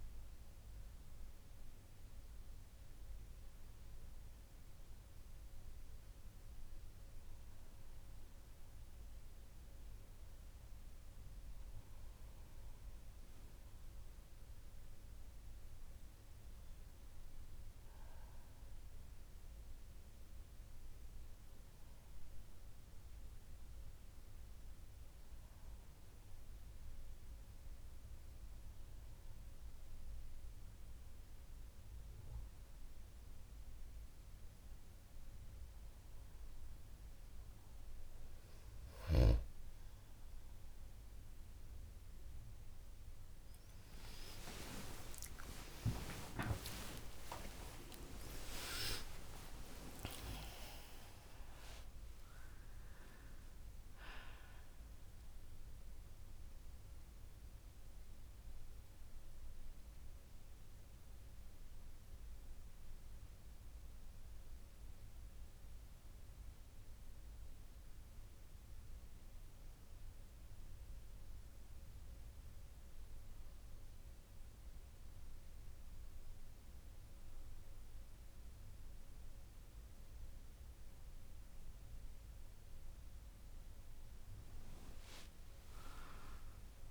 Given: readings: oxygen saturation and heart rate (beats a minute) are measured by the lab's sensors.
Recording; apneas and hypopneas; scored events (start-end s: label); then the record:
breathing in sleep by a room microphone; none
35.50-86.91 s: new sleep stage, N1 (lightest sleep)
43.50-48.50 s: arousal
43.50-50.50 s: tachycardia (device-marked, heart rate 51 before, 174 extreme)
46.00-48.00 s: long interval between heartbeats (device-marked, heart rate 52 before, 93 extreme)
49.00-51.00 s: long interval between heartbeats (device-marked, heart rate 62 before, 155 extreme)
From the record:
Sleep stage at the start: N2 (light sleep); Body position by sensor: on the back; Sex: female